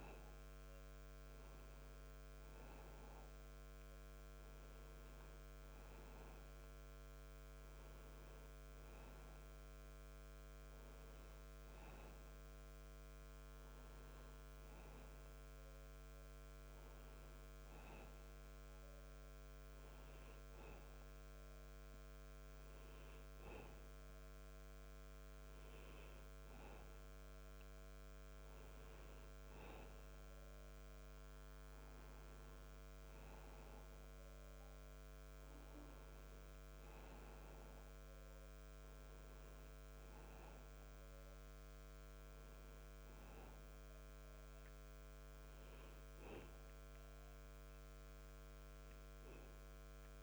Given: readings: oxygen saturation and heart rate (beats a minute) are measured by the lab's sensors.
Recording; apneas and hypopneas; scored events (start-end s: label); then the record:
breathing in sleep, hard to hear, by a microphone on the trachea; none
none scored
From the record:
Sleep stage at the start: N1 (lightest sleep); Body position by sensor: on the back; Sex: male